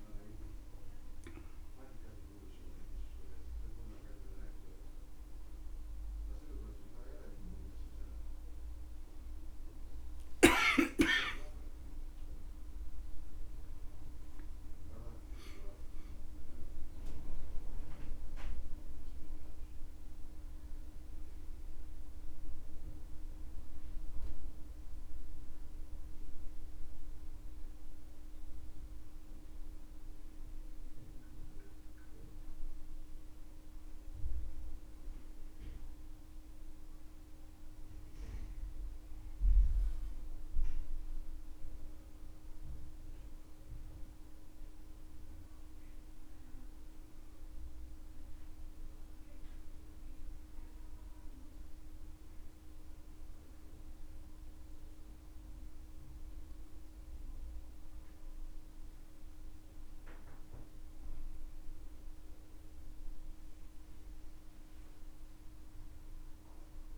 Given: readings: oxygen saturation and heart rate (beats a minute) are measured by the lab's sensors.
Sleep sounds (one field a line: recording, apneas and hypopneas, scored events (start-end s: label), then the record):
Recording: breathing in sleep, hard to hear, by a room microphone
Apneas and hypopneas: none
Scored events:
12.00-16.00 s: arousal
From the record:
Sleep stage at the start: REM sleep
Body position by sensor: on the back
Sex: male